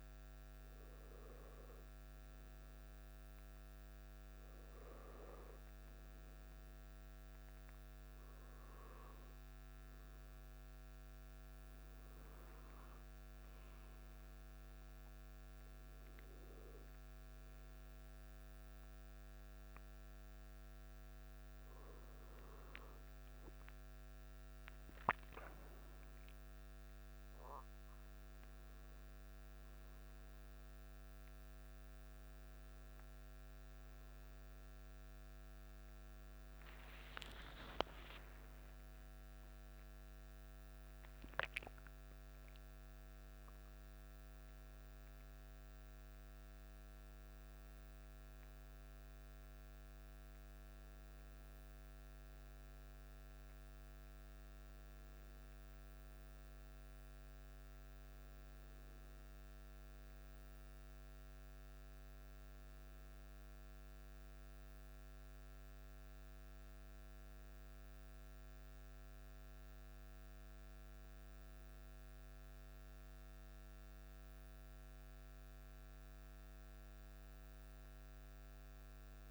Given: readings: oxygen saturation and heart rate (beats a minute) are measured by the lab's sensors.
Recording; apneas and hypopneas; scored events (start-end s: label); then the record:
breathing in sleep, hard to hear, by a microphone on the trachea; none
11.00-79.31 s: new sleep stage, N1 (lightest sleep)
36.00-40.00 s: arousal
From the record:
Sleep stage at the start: N2 (light sleep); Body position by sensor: on the back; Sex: male